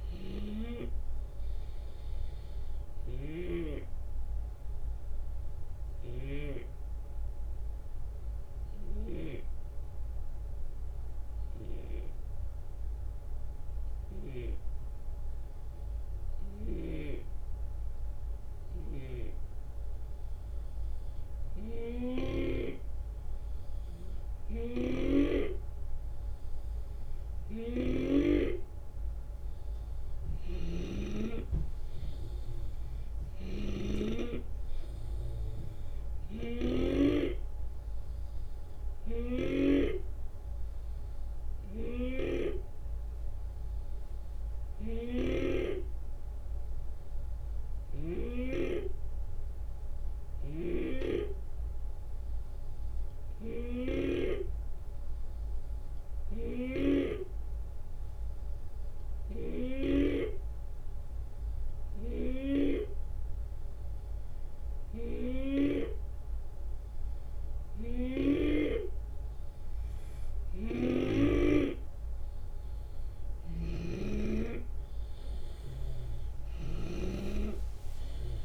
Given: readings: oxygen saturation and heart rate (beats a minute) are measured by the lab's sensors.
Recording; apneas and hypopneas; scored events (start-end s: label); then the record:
breathing in sleep by a room microphone; 2
0.00-5.00 s: oxygen desaturation (device-marked, oxygen 91% lowest, heart rate 67 extreme)
0.00-6.00 s: drop in pulse transit time (device-marked, heart rate 73 extreme)
0.00-6.00 s: snoring (device-marked)
1.50-20.00 s: obstructive apnea (oxygen 95% before, 90% lowest, heart rate 75 before, 67 extreme, up 10 after)
21.50-24.50 s: arousal
26.00-38.00 s: drop in pulse transit time (device-marked, heart rate 71 before, 77 extreme)
27.00-48.50 s: snoring (device-marked)
40.50-65.00 s: hypopnea (oxygen 95% before, 89% lowest, heart rate 76 before, 69 extreme, up 1 after)
56.00-65.50 s: snoring (device-marked)
70.00-78.45 s: snoring (device-marked)
73.00-77.50 s: arousal
73.00-78.45 s: drop in pulse transit time (device-marked, heart rate 73 before, 75 extreme)
From the record:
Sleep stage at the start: N2 (light sleep); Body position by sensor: on the left side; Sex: male